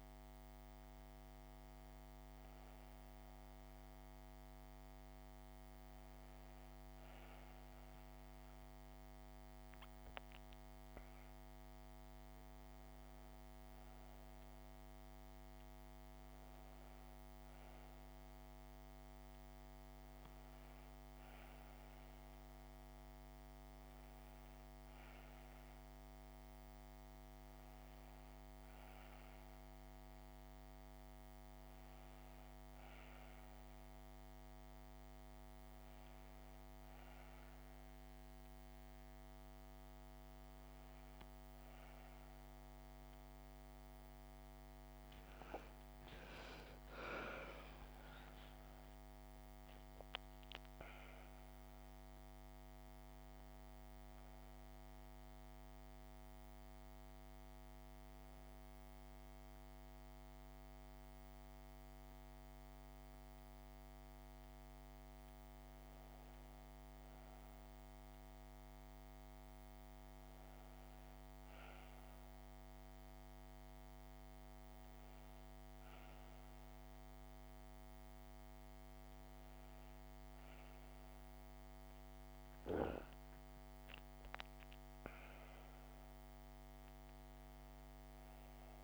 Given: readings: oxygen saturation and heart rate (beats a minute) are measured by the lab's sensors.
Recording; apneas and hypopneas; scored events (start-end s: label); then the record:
a person awake in a sleep study, hard to hear, by a microphone on the trachea; none
none scored
From the record:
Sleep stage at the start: awake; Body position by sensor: on the back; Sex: female